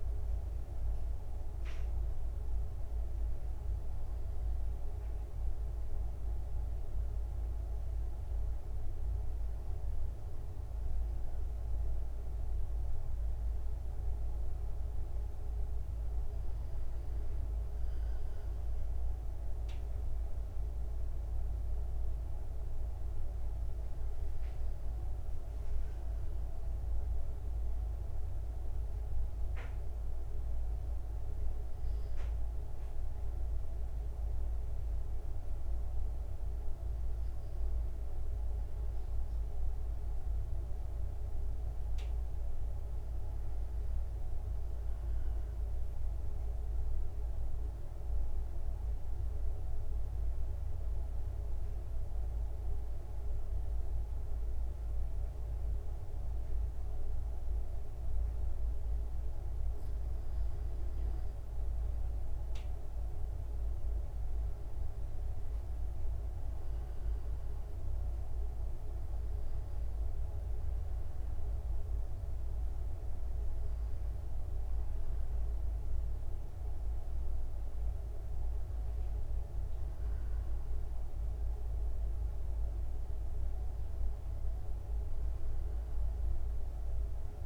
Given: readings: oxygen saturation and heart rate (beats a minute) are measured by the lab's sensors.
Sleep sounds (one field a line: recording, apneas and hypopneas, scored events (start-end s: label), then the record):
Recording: breathing in sleep, hard to hear, by a room microphone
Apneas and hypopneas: 1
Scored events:
38.00-68.00 s: new sleep stage, N2 (light sleep)
39.50-43.50 s: arousal
48.50-60.50 s: central apnea (oxygen 98% before, 94% lowest, heart rate 69 before, 67 extreme, up 3 after)
63.50-67.50 s: arousal
68.00-87.46 s: new sleep stage, N1 (lightest sleep)
From the record:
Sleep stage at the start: N1 (lightest sleep)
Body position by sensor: on the back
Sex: male